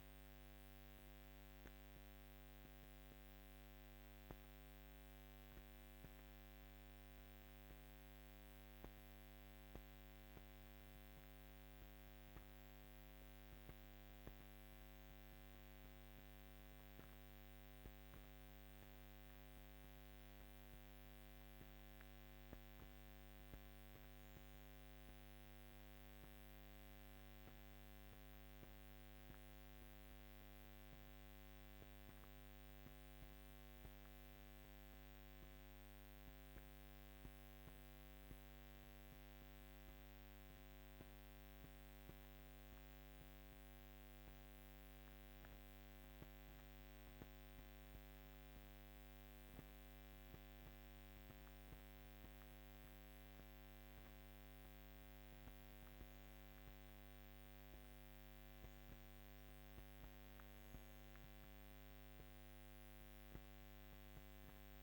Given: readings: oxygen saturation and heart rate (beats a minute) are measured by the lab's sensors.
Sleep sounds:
breathing in sleep, hard to hear, by a microphone on the trachea; 1
17.50-42.50 s: hypopnea (oxygen 99% before, 96% lowest, heart rate 54 before, 49 extreme, up 4 after)
44.50-49.50 s: arousal
From the record:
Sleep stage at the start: REM sleep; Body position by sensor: on the back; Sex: female

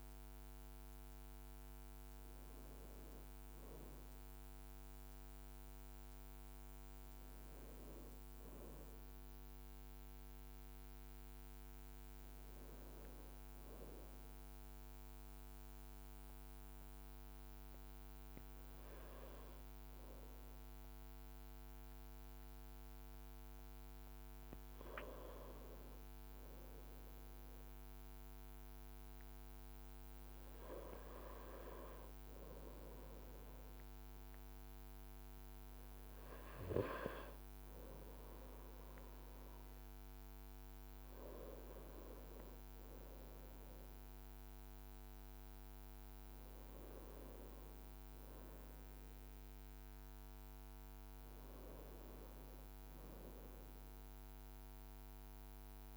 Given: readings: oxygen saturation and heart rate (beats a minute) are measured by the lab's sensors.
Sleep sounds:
breathing in sleep by a microphone on the trachea; 1
7.50-11.50 s: arousal
7.50-55.97 s: new sleep stage, N2 (light sleep)
14.00-24.50 s: obstructive apnea (oxygen 98% before, 95% lowest, heart rate 60 before, 55 extreme, up 1 after)
26.50-30.50 s: arousal
From the record:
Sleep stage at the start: N1 (lightest sleep); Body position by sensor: on the front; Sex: male

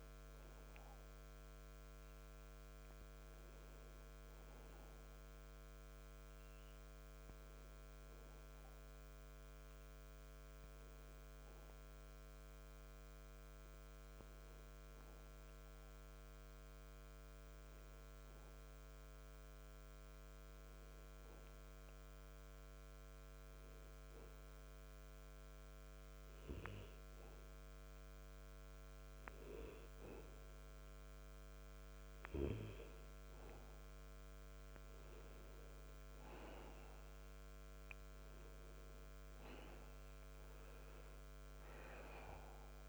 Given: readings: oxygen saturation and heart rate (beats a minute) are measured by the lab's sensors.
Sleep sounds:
breathing in sleep, hard to hear, by a microphone on the trachea; 1
0.50-23.50 s: oxygen desaturation (device-marked, oxygen 94% before, 87% lowest)
19.00-32.50 s: hypopnea (oxygen 94% before, 89% lowest)
35.50-39.50 s: arousal
From the record:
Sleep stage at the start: N2 (light sleep); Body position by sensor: on the back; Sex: male

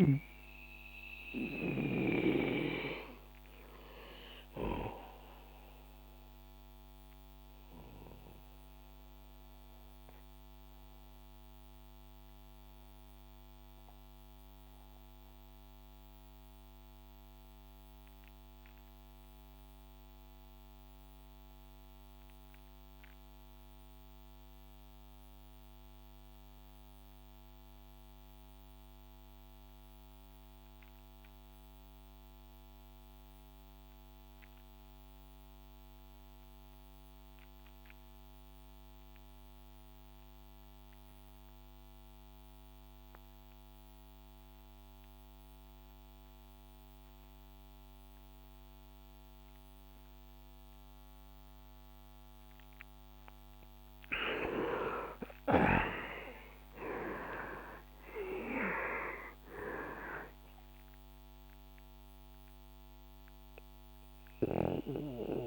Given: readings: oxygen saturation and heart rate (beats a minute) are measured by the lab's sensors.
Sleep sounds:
breathing in sleep by a microphone on the trachea; 1
0.00-22.50 s: oxygen desaturation (device-marked, oxygen 84% lowest, heart rate 58 extreme)
6.00-53.00 s: mixed apnea (oxygen 96% before, 79% lowest, heart rate 67 before, 58 extreme, up 24 after)
39.50-65.47 s: oxygen desaturation (device-marked, oxygen 98% before, 79% lowest, heart rate 65 before, 58 extreme)
54.50-59.50 s: arousal
From the record:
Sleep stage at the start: REM sleep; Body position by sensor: on the back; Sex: male

